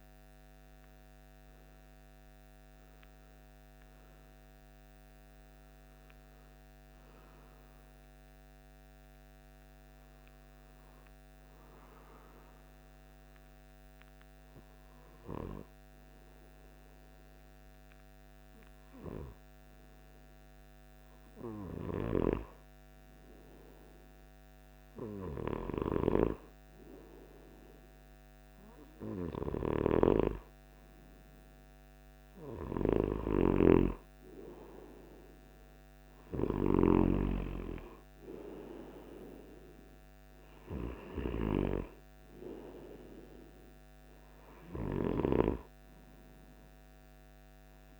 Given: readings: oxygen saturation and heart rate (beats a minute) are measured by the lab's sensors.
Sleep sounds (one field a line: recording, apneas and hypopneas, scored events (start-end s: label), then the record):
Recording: breathing in sleep by a microphone on the trachea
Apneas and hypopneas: 1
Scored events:
0.00-11.00 s: oxygen desaturation (device-marked, oxygen 88% lowest, heart rate 60 extreme)
2.00-21.50 s: hypopnea (oxygen 96% before, 88% lowest, heart rate 72 before, 61 extreme, up 3 after)
21.00-48.00 s: new sleep stage, N2 (light sleep)
25.50-30.50 s: arousal
28.50-32.50 s: snoring (device-marked)
34.00-48.00 s: oxygen desaturation (device-marked, oxygen 97% before, 94% lowest, heart rate 63 before, 56 extreme)
From the record:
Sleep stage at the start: REM sleep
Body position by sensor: on the right side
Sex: male